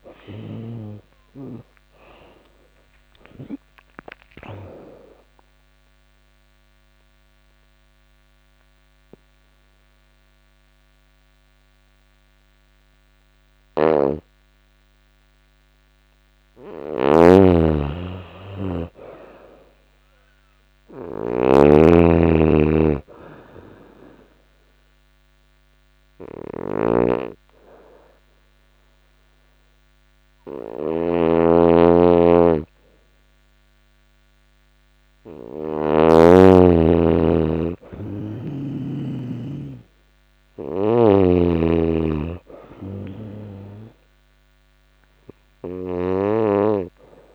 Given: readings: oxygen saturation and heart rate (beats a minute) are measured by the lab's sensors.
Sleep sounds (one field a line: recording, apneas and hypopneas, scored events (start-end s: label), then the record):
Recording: breathing in sleep by a microphone on the trachea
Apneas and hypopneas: 2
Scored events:
0.50-3.50 s: arousal
5.00-15.50 s: obstructive apnea (oxygen 96% before, 87% lowest, heart rate 86 before, 84 extreme)
13.00-35.50 s: snoring (device-marked)
17.00-20.50 s: arousal
23.00-34.50 s: obstructive apnea (oxygen 94% before, 87% lowest, heart rate 88 before, 86 extreme, up 0 after)
30.50-40.50 s: oxygen desaturation (device-marked, oxygen 96% before, 87% lowest, heart rate 87 before, 85 extreme)
38.50-42.50 s: arousal
40.00-47.35 s: snoring (device-marked)
From the record:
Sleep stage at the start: N2 (light sleep)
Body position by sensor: on the right side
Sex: female